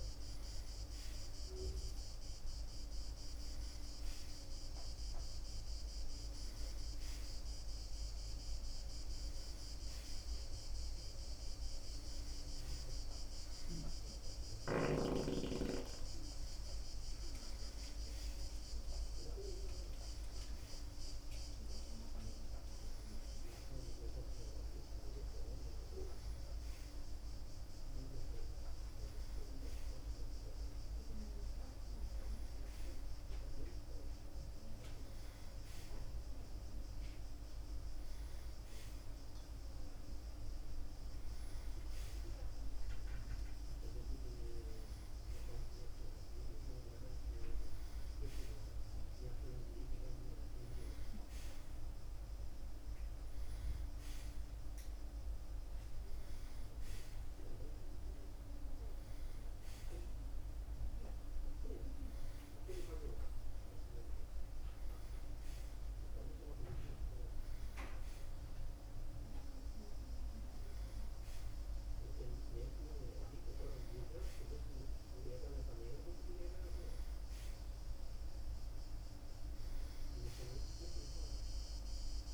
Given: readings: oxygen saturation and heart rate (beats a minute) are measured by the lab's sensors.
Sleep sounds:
breathing in sleep by a room microphone; none
none scored
From the record:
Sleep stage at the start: N1 (lightest sleep); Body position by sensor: on the right side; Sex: male

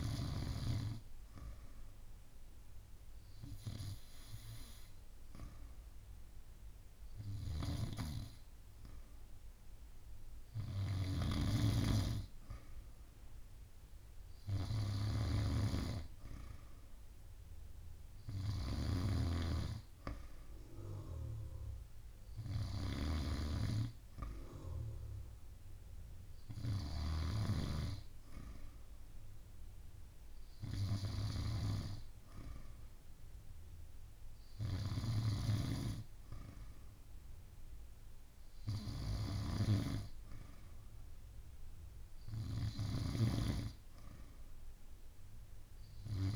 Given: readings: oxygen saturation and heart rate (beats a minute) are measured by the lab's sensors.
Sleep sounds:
breathing in sleep by a room microphone; none
7.00-35.00 s: snoring (device-marked)
42.50-46.36 s: snoring (device-marked)
From the record:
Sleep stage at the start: N2 (light sleep); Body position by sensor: on the back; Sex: female

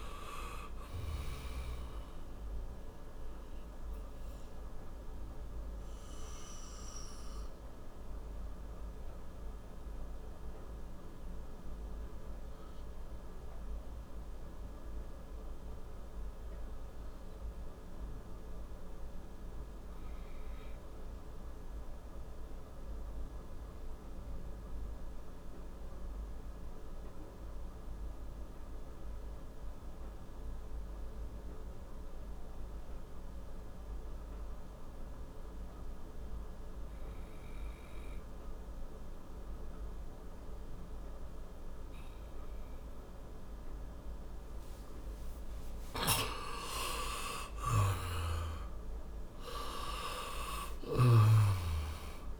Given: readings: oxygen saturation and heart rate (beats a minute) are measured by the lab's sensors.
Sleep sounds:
breathing in sleep by a room microphone; 1
2.50-24.50 s: oxygen desaturation (device-marked, oxygen 95% before, 89% lowest, heart rate 70 before, 54 extreme)
3.50-44.00 s: obstructive apnea (oxygen 98% before, 88% lowest, heart rate 70 before, 54 extreme, up 39 after)
45.50-52.40 s: snoring (device-marked)
46.00-51.00 s: arousal
From the record:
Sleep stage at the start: N2 (light sleep); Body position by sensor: on the back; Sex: male

